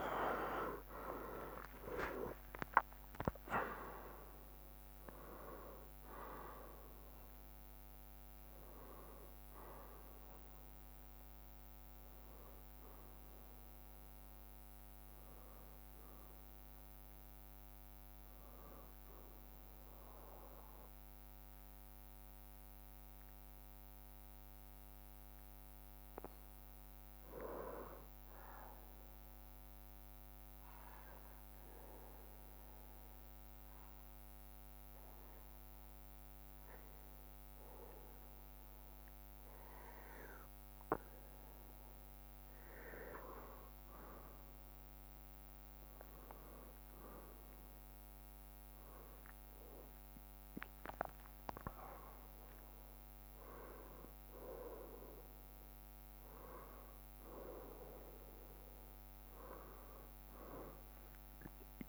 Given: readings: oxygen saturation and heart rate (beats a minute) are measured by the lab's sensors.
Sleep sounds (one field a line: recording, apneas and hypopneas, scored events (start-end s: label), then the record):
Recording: breathing in sleep by a microphone on the trachea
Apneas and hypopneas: 1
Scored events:
0.00-12.50 s: drop in pulse transit time (device-marked, heart rate 67 extreme)
18.50-25.50 s: bradycardia (device-marked, heart rate 66 before, 55 extreme)
28.50-42.00 s: obstructive apnea (oxygen 99% before, 95% lowest, heart rate 63 before, 57 extreme, up 10 after)
29.50-42.50 s: bradycardia (device-marked, heart rate 66 before, 57 extreme)
44.50-48.00 s: arousal
44.50-57.50 s: drop in pulse transit time (device-marked, heart rate 59 before, 59 extreme)
From the record:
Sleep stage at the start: N2 (light sleep)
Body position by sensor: on the back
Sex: male